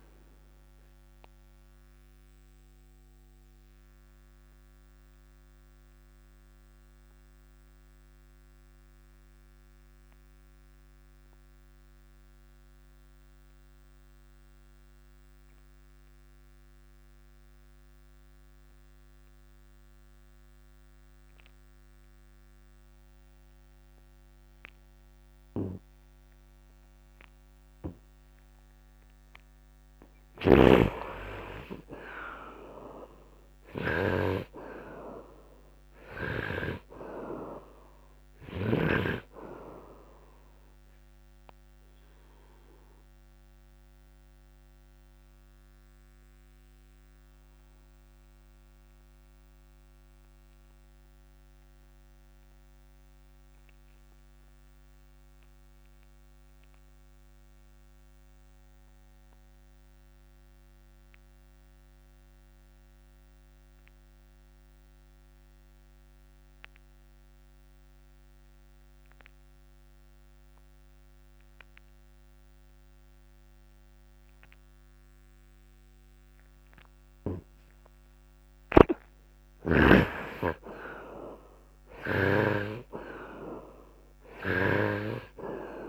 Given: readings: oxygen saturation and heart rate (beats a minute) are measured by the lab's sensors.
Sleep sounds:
breathing in sleep by a microphone on the trachea; 2
0.00-17.00 s: oxygen desaturation (device-marked, oxygen 68% lowest, heart rate 59 extreme)
2.00-29.00 s: obstructive apnea (oxygen 95% before, 68% lowest, heart rate 63 before, 59 extreme, up 2 after)
31.00-35.00 s: arousal
32.00-40.00 s: oxygen desaturation (device-marked, oxygen 96% before, 82% lowest, heart rate 65 before, 64 extreme)
42.00-66.00 s: oxygen desaturation (device-marked, oxygen 91% before, 68% lowest, heart rate 63 before, 53 extreme)
42.50-79.00 s: obstructive apnea (oxygen 96% before, 67% lowest, heart rate 63 before, 53 extreme, up 11 after)
79.50-84.00 s: arousal
83.00-85.89 s: oxygen desaturation (device-marked, oxygen 91% before, 67% lowest, heart rate 57 before, 59 extreme)
84.50-85.89 s: snoring (device-marked)
From the record:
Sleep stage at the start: N2 (light sleep); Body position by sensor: upright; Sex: male

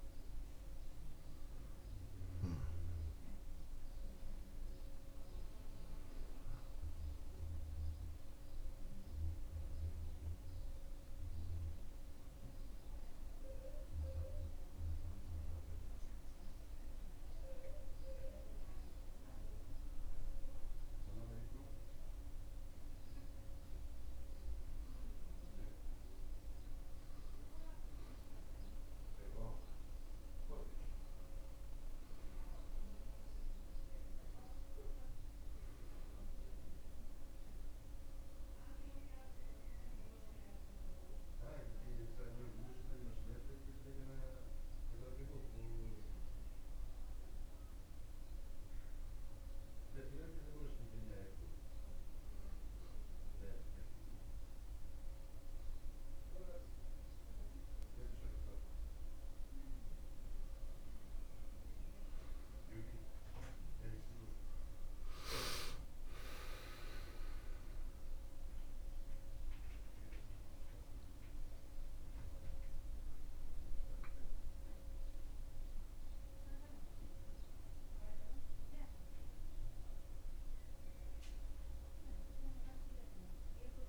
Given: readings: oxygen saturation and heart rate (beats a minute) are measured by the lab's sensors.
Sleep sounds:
breathing in sleep by a room microphone; 2
15.50-25.50 s: obstructive apnea (oxygen 95% before, 92% lowest)
28.50-32.50 s: arousal
39.50-57.50 s: oxygen desaturation (device-marked, oxygen 96% before, 92% lowest)
49.50-61.00 s: obstructive apnea (oxygen 96% before, 92% lowest)
64.50-68.00 s: arousal
From the record:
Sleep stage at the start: N2 (light sleep); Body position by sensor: on the back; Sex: male

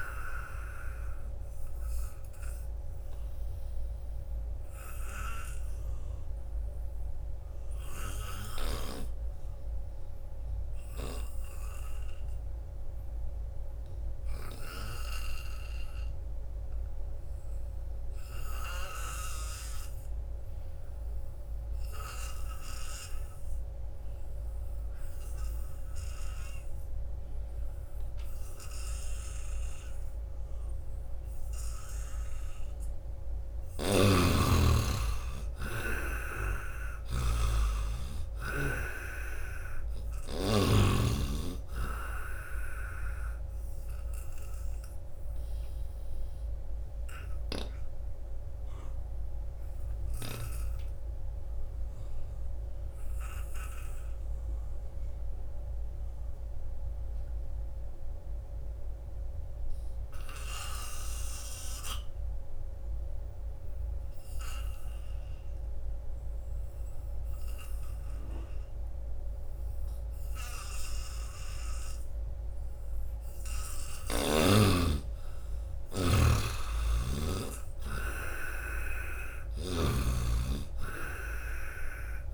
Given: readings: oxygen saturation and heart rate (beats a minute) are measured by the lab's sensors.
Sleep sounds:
breathing in sleep by a room microphone; 2
0.00-18.50 s: oxygen desaturation (device-marked, oxygen 78% lowest, heart rate 62 extreme)
1.50-32.00 s: obstructive apnea (oxygen 98% before, 78% lowest, heart rate 76 before, 62 extreme, up 11 after)
20.50-57.50 s: oxygen desaturation (device-marked, oxygen 97% before, 78% lowest, heart rate 87 before, 62 extreme)
33.50-37.50 s: arousal
43.50-72.50 s: obstructive apnea (oxygen 97% before, 78% lowest, heart rate 74 before, 73 extreme, up 5 after)
71.50-82.34 s: oxygen desaturation (device-marked, oxygen 97% before, 78% lowest, heart rate 83 before, 76 extreme)
74.50-76.50 s: arousal
76.50-80.00 s: snoring (device-marked)
From the record:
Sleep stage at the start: N2 (light sleep); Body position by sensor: on the back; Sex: male

